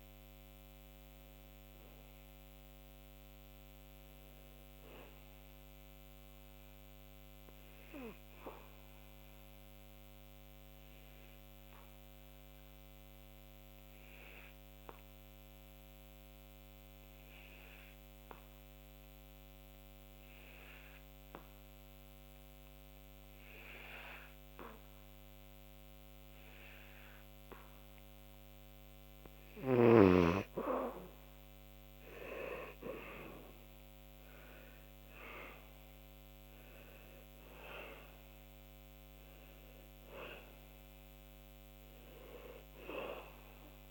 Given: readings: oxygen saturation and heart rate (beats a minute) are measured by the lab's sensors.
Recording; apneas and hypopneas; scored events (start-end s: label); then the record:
breathing in sleep by a microphone on the trachea; 1
0.00-5.00 s: oxygen desaturation (device-marked, oxygen 84% lowest, heart rate 67 extreme)
6.00-28.00 s: obstructive apnea (oxygen 97% before, 86% lowest, heart rate 82 before, 67 extreme, up 9 after)
26.00-43.91 s: oxygen desaturation (device-marked, oxygen 97% before, 88% lowest, heart rate 74 before, 69 extreme)
31.00-35.50 s: arousal
From the record:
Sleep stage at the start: N2 (light sleep); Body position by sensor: on the back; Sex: male